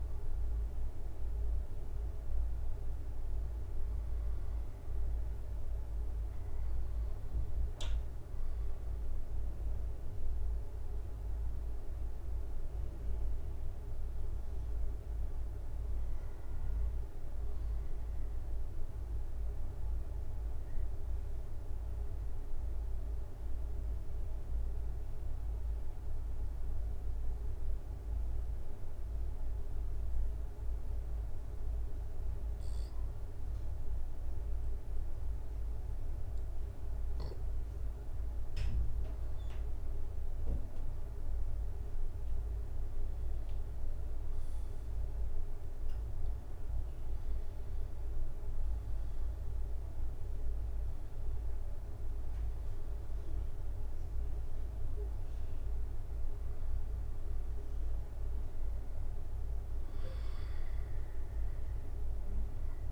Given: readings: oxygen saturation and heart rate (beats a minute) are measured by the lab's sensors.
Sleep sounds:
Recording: breathing in sleep, hard to hear, by a room microphone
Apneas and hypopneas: 1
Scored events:
10.00-14.00 s: arousal
18.00-39.00 s: obstructive apnea (oxygen 96% before, 93% lowest, heart rate 70 before, 66 extreme, up 4 after)
33.00-62.92 s: oxygen desaturation (device-marked, oxygen 96% before, 93% lowest, heart rate 67 before, 65 extreme)
41.00-45.00 s: arousal
From the record:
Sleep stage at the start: N2 (light sleep)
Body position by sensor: on the back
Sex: male

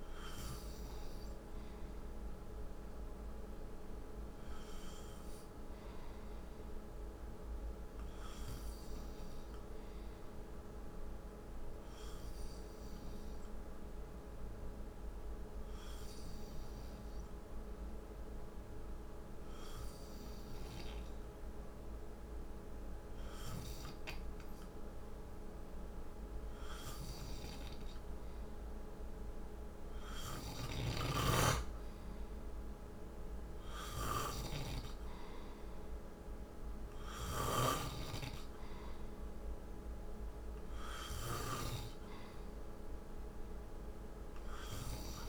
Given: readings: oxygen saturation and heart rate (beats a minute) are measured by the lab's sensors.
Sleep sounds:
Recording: breathing in sleep by a room microphone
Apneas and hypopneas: none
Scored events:
30.00-37.00 s: snoring (device-marked)
From the record:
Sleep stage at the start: N2 (light sleep)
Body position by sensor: on the right side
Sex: male

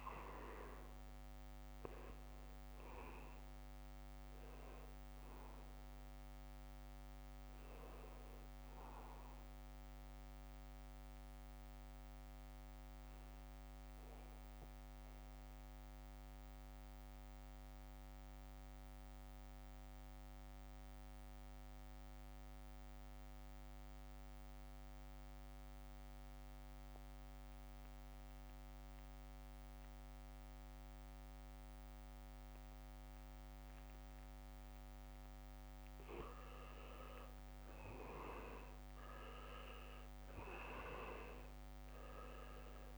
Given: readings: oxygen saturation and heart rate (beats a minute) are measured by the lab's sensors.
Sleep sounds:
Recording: breathing in sleep by a microphone on the trachea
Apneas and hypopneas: 1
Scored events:
0.00-20.50 s: oxygen desaturation (device-marked, oxygen 77% lowest, heart rate 58 extreme)
13.00-36.50 s: mixed apnea (oxygen 86% before, 77% lowest, heart rate 71 before, 62 extreme, up 23 after)
33.50-42.98 s: oxygen desaturation (device-marked, oxygen 100% before, 83% lowest, heart rate 72 before, 62 extreme)
36.50-38.50 s: long interval between heartbeats (device-marked, heart rate 71 before, 75 extreme)
36.50-41.50 s: leg movement (device-marked)
38.00-42.50 s: arousal
From the record:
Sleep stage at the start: N2 (light sleep)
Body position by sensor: on the back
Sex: male

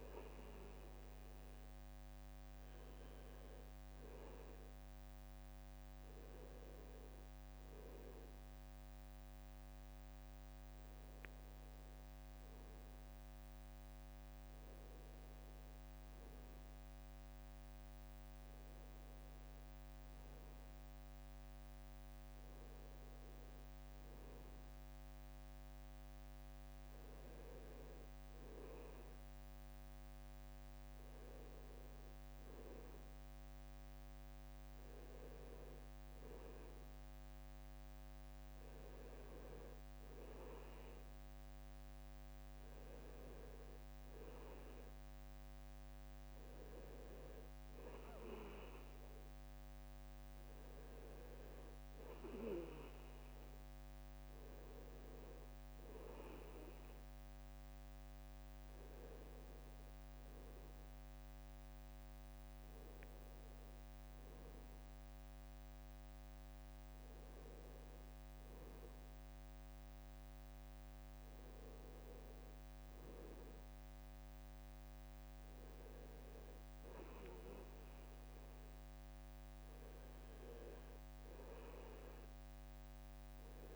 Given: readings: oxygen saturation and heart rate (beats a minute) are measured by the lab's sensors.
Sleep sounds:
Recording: breathing in sleep by a microphone on the trachea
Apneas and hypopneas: none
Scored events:
12.50-17.50 s: arousal
From the record:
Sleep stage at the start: N2 (light sleep)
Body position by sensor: on the right side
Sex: male

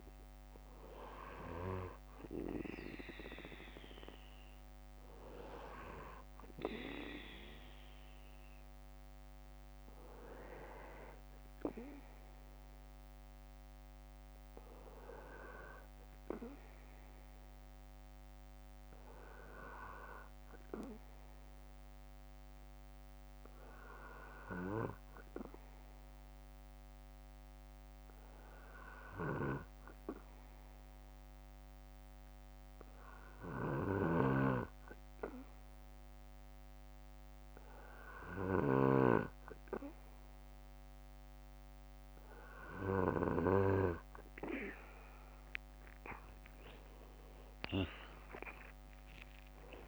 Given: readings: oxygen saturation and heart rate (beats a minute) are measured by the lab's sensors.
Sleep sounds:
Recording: breathing in sleep by a microphone on the trachea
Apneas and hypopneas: 1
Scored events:
19.00-34.00 s: hypopnea (oxygen 96% before, 93% lowest, heart rate 65 before, 60 extreme, up 9 after)
45.50-49.50 s: arousal
From the record:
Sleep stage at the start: N2 (light sleep)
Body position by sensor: on the back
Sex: male

